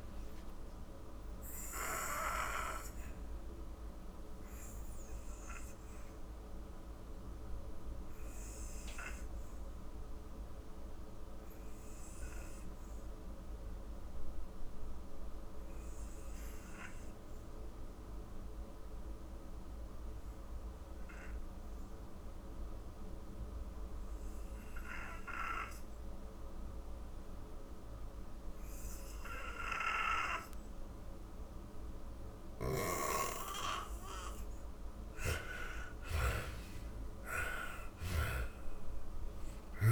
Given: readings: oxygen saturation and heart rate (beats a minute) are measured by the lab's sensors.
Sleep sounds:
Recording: breathing in sleep by a room microphone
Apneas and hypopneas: 1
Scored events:
0.00-20.00 s: oxygen desaturation (device-marked, oxygen 79% lowest)
0.50-31.00 s: obstructive apnea (oxygen 97% before, 79% lowest)
26.00-39.92 s: oxygen desaturation (device-marked, oxygen 97% before, 87% lowest)
33.50-37.50 s: arousal
34.50-38.50 s: snoring (device-marked)
From the record:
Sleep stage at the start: N2 (light sleep)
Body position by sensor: on the back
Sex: female

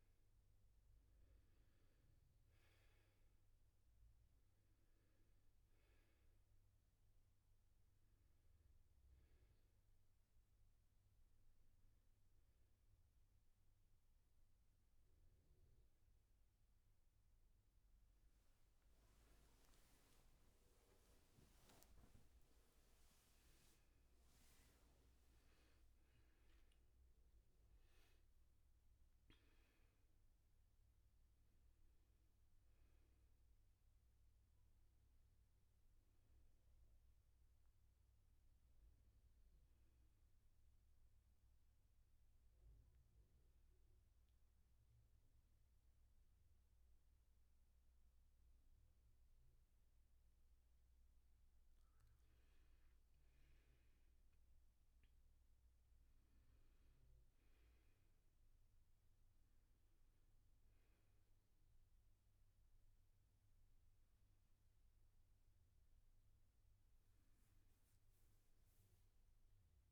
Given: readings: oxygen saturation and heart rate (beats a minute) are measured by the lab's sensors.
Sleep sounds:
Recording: breathing in sleep, hard to hear, by a room microphone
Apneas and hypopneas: 1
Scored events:
0.00-17.00 s: oxygen desaturation (device-marked, oxygen 88% lowest, heart rate 74 extreme)
20.00-69.91 s: new sleep stage, N1 (lightest sleep)
21.00-26.00 s: arousal
40.50-51.50 s: obstructive apnea (oxygen 100% before, 91% lowest, heart rate 85 before, 61 extreme, up 13 after)
53.50-57.00 s: arousal
56.00-69.91 s: oxygen desaturation (device-marked, oxygen 98% before, 94% lowest, heart rate 68 before, 61 extreme)
From the record:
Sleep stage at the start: N2 (light sleep)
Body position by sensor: on the back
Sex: male

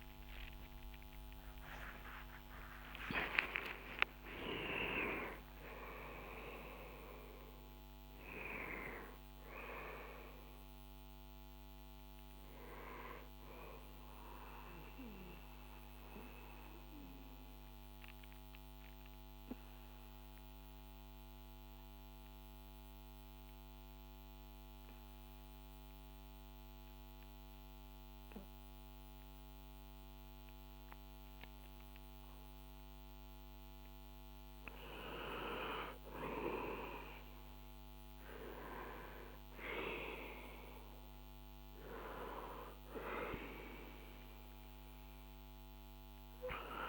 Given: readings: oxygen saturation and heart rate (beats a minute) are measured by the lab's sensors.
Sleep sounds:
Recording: breathing in sleep by a microphone on the trachea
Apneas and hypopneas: 1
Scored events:
0.00-2.00 s: arousal
0.00-26.50 s: oxygen desaturation (device-marked, oxygen 83% lowest, heart rate 62 extreme)
15.00-33.00 s: obstructive apnea (oxygen 95% before, 83% lowest, heart rate 137 before, 63 extreme, up 6 after)
35.50-39.50 s: arousal
41.50-46.89 s: oxygen desaturation (device-marked, oxygen 99% before, 93% lowest, heart rate 69 before, 63 extreme)
42.50-46.89 s: new sleep stage, N2 (light sleep)
From the record:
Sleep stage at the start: N1 (lightest sleep)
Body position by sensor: on the back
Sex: male

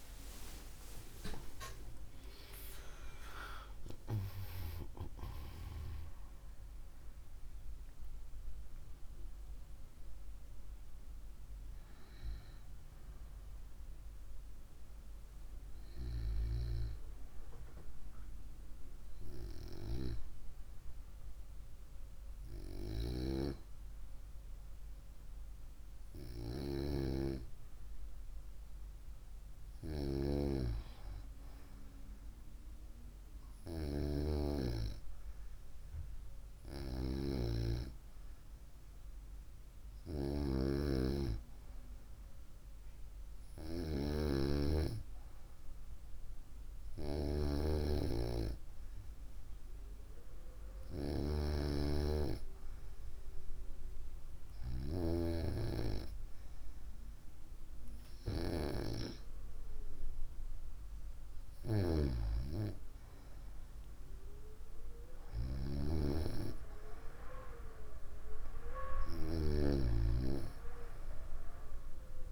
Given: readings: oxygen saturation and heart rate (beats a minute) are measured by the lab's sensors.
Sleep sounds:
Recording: breathing in sleep by a room microphone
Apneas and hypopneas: none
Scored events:
0.00-5.50 s: arousal
From the record:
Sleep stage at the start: N2 (light sleep)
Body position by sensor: on the right side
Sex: female

